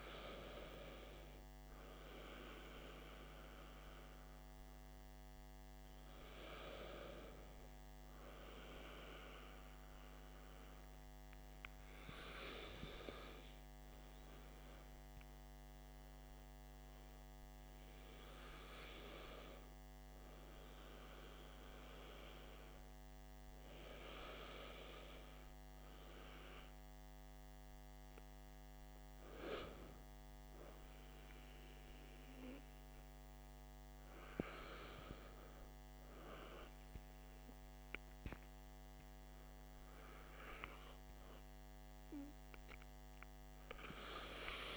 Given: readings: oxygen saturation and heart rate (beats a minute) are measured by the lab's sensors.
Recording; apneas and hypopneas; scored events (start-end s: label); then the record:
breathing in sleep by a microphone on the trachea; 1
1.50-26.50 s: hypopnea (oxygen 94% before, 92% lowest, heart rate 58 before, 53 extreme, up 7 after)
29.00-33.50 s: arousal
From the record:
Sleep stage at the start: N2 (light sleep); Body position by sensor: on the back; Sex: male